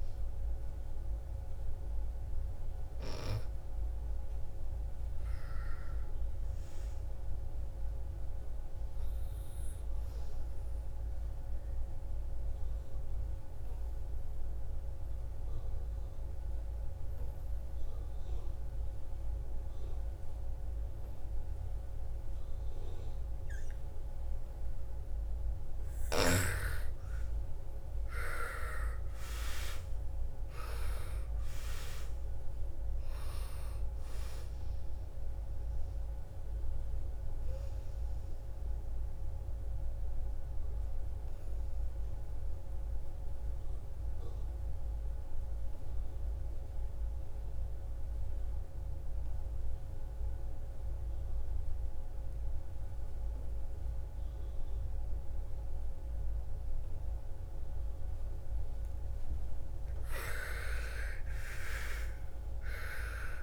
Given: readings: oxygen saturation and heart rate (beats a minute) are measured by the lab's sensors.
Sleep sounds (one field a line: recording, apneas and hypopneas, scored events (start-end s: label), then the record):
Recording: breathing in sleep by a room microphone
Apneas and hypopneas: 2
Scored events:
0.00-8.50 s: oxygen desaturation (device-marked, oxygen 86% lowest, heart rate 56 extreme)
8.00-24.50 s: obstructive apnea (oxygen 98% before, 83% lowest, heart rate 67 before, 54 extreme, up 13 after)
22.50-49.50 s: oxygen desaturation (device-marked, oxygen 97% before, 83% lowest, heart rate 61 before, 54 extreme)
26.50-30.50 s: arousal
35.50-58.50 s: obstructive apnea (oxygen 99% before, 83% lowest, heart rate 61 before, 54 extreme, up 15 after)
57.50-63.42 s: oxygen desaturation (device-marked, oxygen 99% before, 84% lowest, heart rate 57 before, 56 extreme)
60.50-63.42 s: arousal
From the record:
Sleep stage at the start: N2 (light sleep)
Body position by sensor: on the back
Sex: female